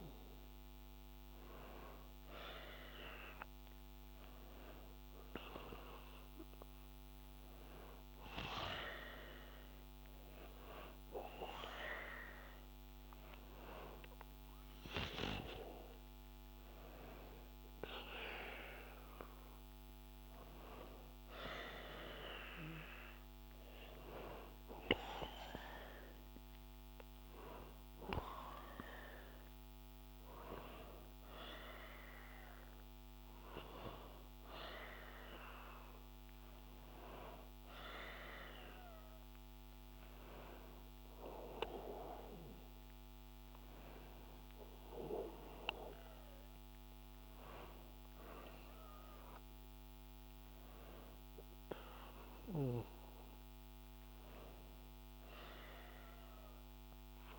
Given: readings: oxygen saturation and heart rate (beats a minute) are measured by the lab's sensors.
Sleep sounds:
breathing in sleep by a microphone on the trachea; none
none scored
From the record:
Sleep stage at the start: N1 (lightest sleep); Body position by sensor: on the back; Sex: male

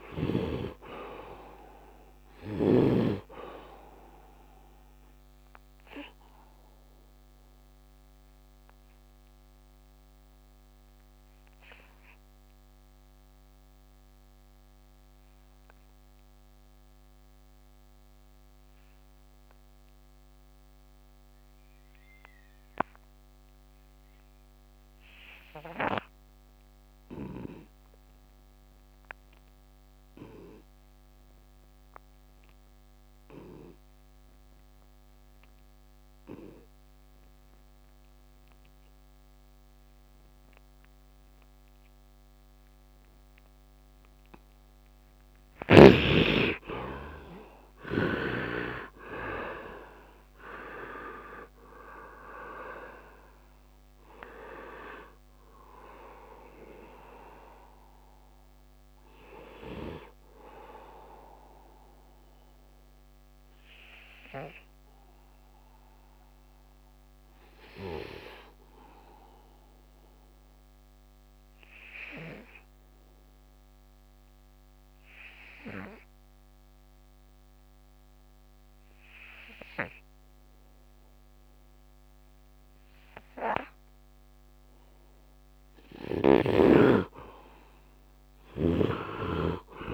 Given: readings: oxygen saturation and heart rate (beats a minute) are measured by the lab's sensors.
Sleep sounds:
breathing in sleep by a microphone on the trachea; 2
0.00-26.00 s: oxygen desaturation (device-marked, oxygen 69% lowest, heart rate 68 extreme)
6.50-44.50 s: obstructive apnea (oxygen 99% before, 64% lowest, heart rate 88 before, 67 extreme, up 17 after)
31.00-77.00 s: oxygen desaturation (device-marked, oxygen 98% before, 64% lowest, heart rate 72 before, 67 extreme)
46.00-50.50 s: arousal
61.00-84.00 s: obstructive apnea (oxygen 91% before, 64% lowest, heart rate 82 before, 71 extreme, up 28 after)
85.00-89.00 s: arousal
88.00-89.94 s: oxygen desaturation (device-marked, oxygen 100% before, 76% lowest, heart rate 74 before, 71 extreme)
From the record:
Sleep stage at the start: N2 (light sleep); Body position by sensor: on the right side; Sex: male

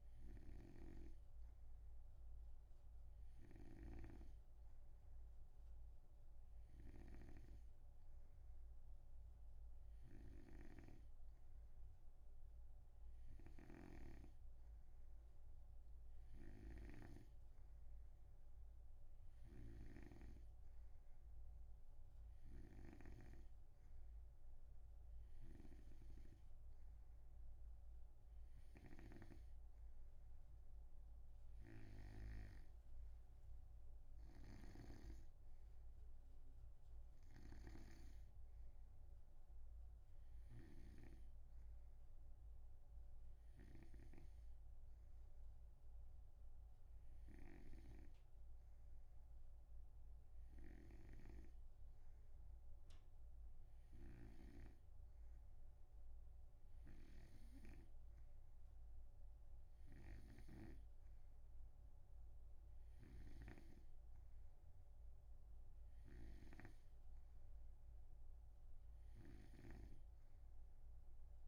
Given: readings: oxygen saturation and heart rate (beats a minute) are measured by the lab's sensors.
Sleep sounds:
breathing in sleep by a room microphone; none
0.00-1.50 s: snoring (device-marked)
32.00-35.50 s: snoring (device-marked)
37.50-41.50 s: snoring (device-marked)
69.50-71.47 s: snoring (device-marked)
From the record:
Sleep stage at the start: N2 (light sleep); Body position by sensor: on the right side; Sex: male

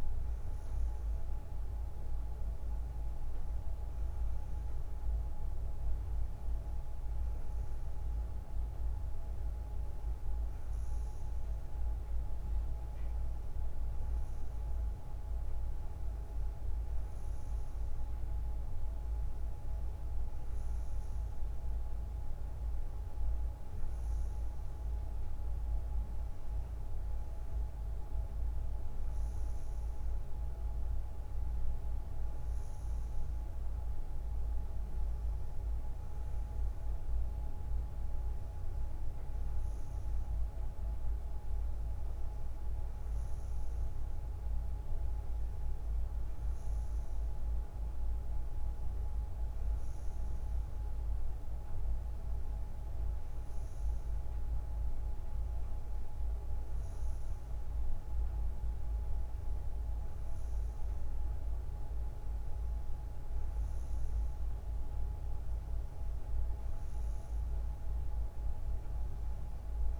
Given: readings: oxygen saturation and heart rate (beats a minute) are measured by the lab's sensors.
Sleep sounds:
breathing in sleep, hard to hear, by a room microphone; none
none scored
From the record:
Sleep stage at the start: N3 (deep sleep); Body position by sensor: on the front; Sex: female

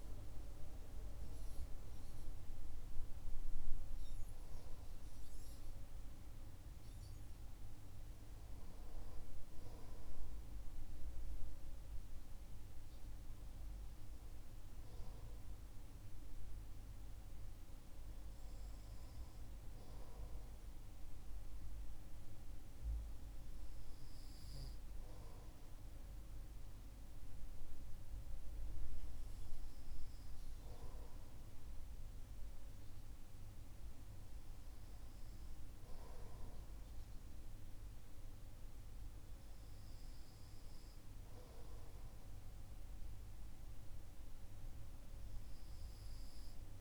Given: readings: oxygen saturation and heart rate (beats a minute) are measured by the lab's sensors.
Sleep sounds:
breathing in sleep, hard to hear, by a room microphone; none
none scored
From the record:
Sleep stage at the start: REM sleep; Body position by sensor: on the right side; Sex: male

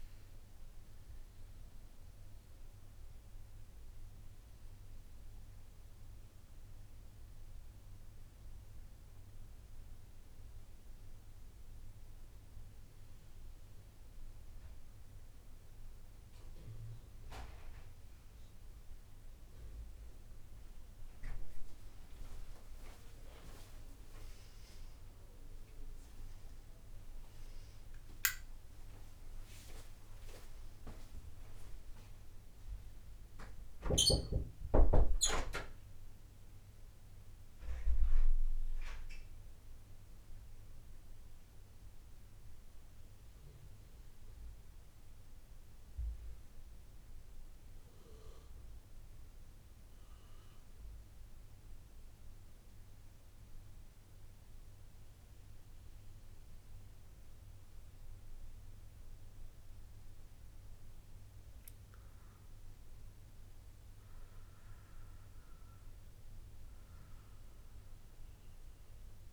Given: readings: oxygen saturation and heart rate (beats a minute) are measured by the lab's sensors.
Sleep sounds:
a person awake in a sleep study, by a room microphone; none
none scored
From the record:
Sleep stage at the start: awake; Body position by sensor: on the back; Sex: male

